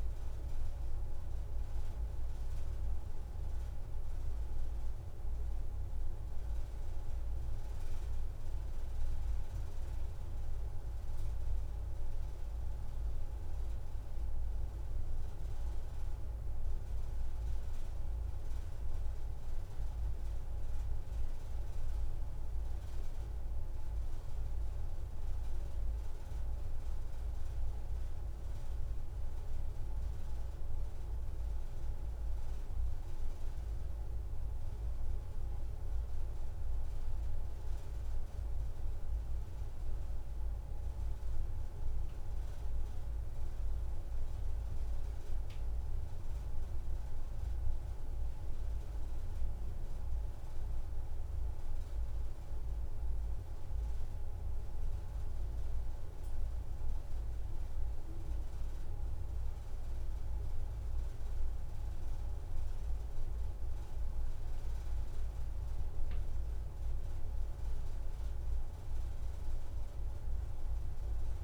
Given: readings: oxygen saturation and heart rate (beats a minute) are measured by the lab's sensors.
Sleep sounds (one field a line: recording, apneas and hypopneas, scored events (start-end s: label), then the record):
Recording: breathing in sleep, hard to hear, by a room microphone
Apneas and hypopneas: none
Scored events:
0.00-1.50 s: arousal
46.00-48.00 s: long interval between heartbeats (device-marked)
50.00-52.00 s: long interval between heartbeats (device-marked)
From the record:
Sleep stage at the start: N2 (light sleep)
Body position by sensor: on the back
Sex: female